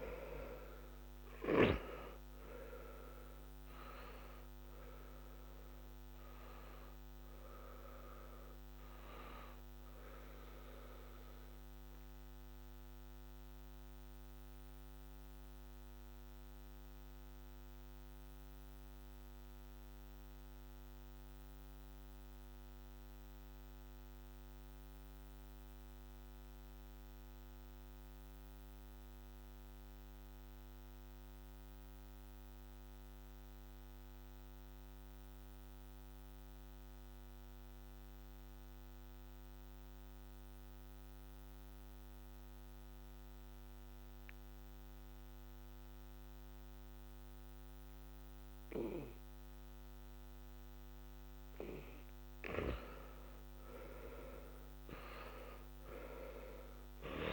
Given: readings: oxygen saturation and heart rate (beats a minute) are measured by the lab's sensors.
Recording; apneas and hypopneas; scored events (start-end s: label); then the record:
breathing in sleep by a microphone on the trachea; 1
0.00-1.00 s: arousal
0.00-30.50 s: oxygen desaturation (device-marked, oxygen 84% lowest, heart rate 66 extreme)
13.50-50.50 s: mixed apnea (oxygen 98% before, 83% lowest, heart rate 73 before, 63 extreme, up 8 after)
45.50-57.33 s: oxygen desaturation (device-marked, oxygen 98% before, 83% lowest, heart rate 67 before, 63 extreme)
52.50-57.00 s: arousal
From the record:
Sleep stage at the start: N2 (light sleep); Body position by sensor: on the back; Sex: male